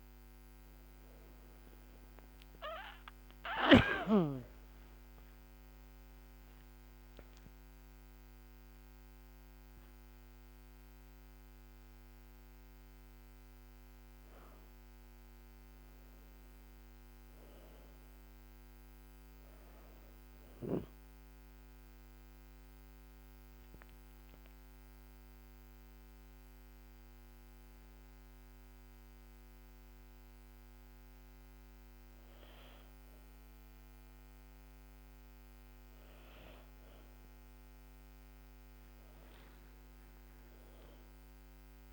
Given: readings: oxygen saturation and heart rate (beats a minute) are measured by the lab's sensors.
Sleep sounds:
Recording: a person partly awake in a sleep study, by a microphone on the trachea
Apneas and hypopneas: 1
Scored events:
6.50-36.50 s: new sleep stage, N1 (lightest sleep)
21.00-32.50 s: obstructive apnea (oxygen 99% before, 94% lowest, heart rate 80 before, 71 extreme, up 0 after)
25.50-33.50 s: oxygen desaturation (device-marked, oxygen 99% before, 96% lowest, heart rate 78 before, 71 extreme)
36.50-41.93 s: new sleep stage, N2 (light sleep)
39.50-41.93 s: arousal
40.50-41.93 s: oxygen desaturation (device-marked, oxygen 99% before, 94% lowest, heart rate 74 before, 71 extreme)
From the record:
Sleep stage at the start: awake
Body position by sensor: on the back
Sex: female

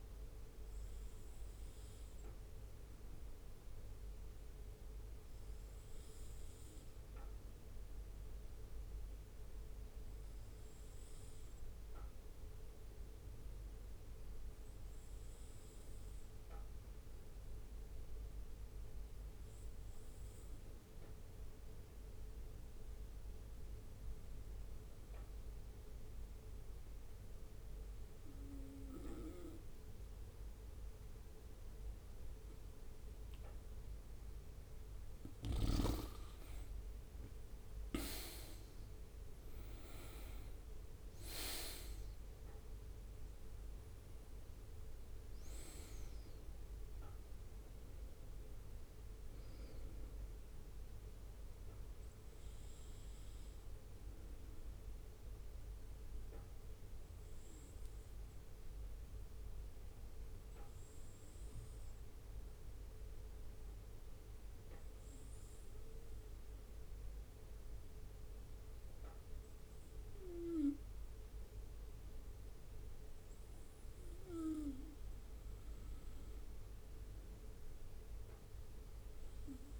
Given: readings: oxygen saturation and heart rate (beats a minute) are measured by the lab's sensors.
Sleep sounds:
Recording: breathing in sleep by a room microphone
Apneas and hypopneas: 2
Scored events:
3.00-32.50 s: obstructive apnea (oxygen 97% before, 95% lowest, heart rate 65 before, 61 extreme, up 7 after)
35.50-39.50 s: arousal
54.50-71.50 s: obstructive apnea (oxygen 97% before, 95% lowest, heart rate 65 before, 60 extreme, up 3 after)
73.50-76.50 s: arousal
From the record:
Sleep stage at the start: N2 (light sleep)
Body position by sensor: on the right side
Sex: male

